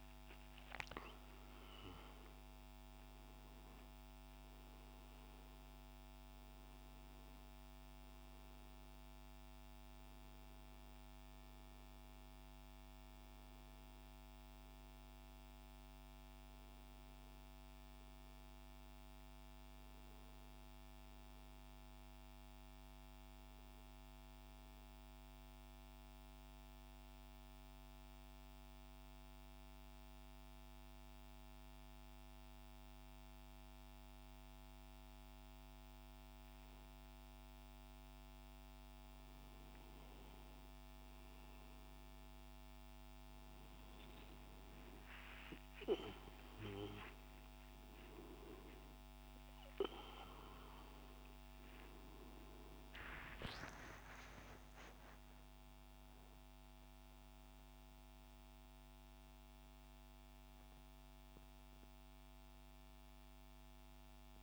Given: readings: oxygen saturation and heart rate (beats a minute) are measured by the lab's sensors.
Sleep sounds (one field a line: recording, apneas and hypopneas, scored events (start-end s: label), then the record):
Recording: breathing in sleep by a microphone on the trachea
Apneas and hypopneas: 1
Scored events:
0.00-3.50 s: oxygen desaturation (device-marked, oxygen 92% lowest, heart rate 70 extreme)
15.50-19.00 s: arousal
25.50-38.50 s: central apnea (oxygen 98% before, 94% lowest, heart rate 72 before, 67 extreme, up 4 after)
39.50-43.00 s: arousal
41.50-57.50 s: oxygen desaturation (device-marked, oxygen 97% before, 94% lowest, heart rate 69 before, 65 extreme)
44.50-64.43 s: new sleep stage, N1 (lightest sleep)
From the record:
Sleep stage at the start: N2 (light sleep)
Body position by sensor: on the right side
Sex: male